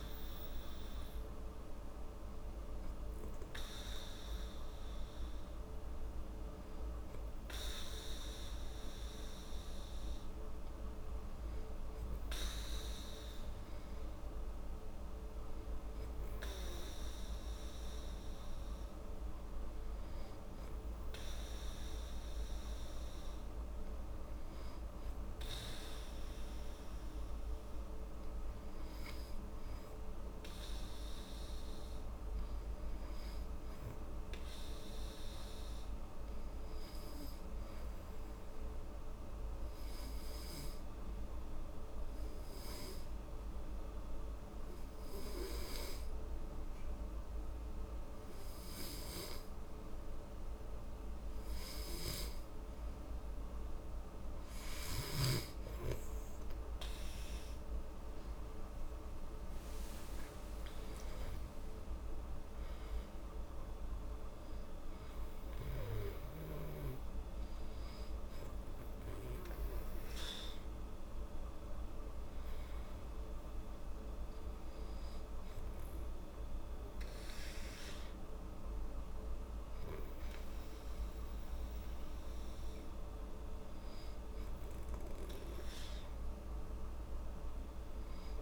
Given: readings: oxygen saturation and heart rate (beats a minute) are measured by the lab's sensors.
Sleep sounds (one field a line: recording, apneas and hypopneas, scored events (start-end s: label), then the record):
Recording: breathing in sleep, hard to hear, by a room microphone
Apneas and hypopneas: 1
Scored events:
39.00-52.00 s: obstructive apnea (oxygen 97% before, 86% lowest, heart rate 76 before, 74 extreme, up 7 after)
50.00-82.00 s: oxygen desaturation (device-marked, oxygen 94% before, 86% lowest, heart rate 78 before, 71 extreme)
58.50-61.50 s: arousal
From the record:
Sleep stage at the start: N2 (light sleep)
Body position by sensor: on the back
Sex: female